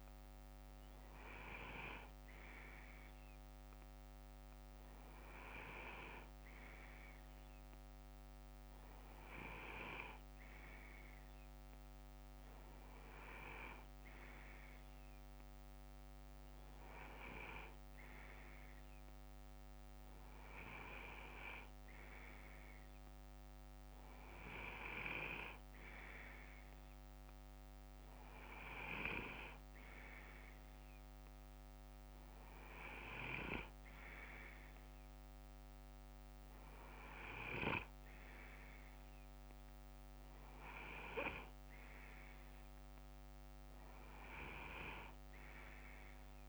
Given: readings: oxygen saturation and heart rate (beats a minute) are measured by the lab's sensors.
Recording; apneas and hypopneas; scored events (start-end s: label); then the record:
breathing in sleep by a microphone on the trachea; none
1.00-3.00 s: bradycardia (device-marked, heart rate 61 before, 60 extreme)
12.00-14.00 s: bradycardia (device-marked, heart rate 61 before, 67 extreme)
38.00-46.48 s: bradycardia (device-marked, heart rate 61 before, 58 extreme)
From the record:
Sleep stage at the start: N2 (light sleep); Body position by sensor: on the left side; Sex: male